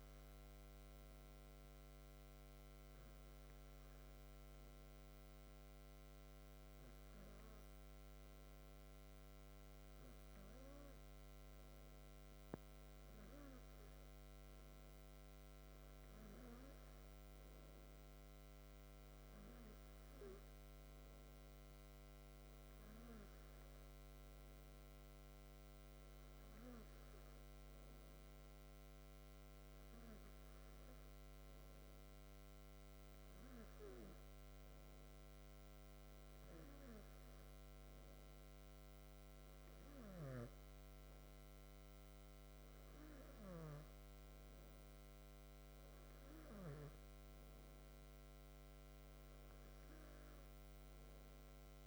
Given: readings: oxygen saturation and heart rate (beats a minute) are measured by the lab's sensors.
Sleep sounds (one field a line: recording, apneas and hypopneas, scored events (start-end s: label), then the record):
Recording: breathing in sleep, hard to hear, by a microphone on the trachea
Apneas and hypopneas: none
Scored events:
13.50-17.00 s: arousal
From the record:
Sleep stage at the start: N2 (light sleep)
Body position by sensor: on the back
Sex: male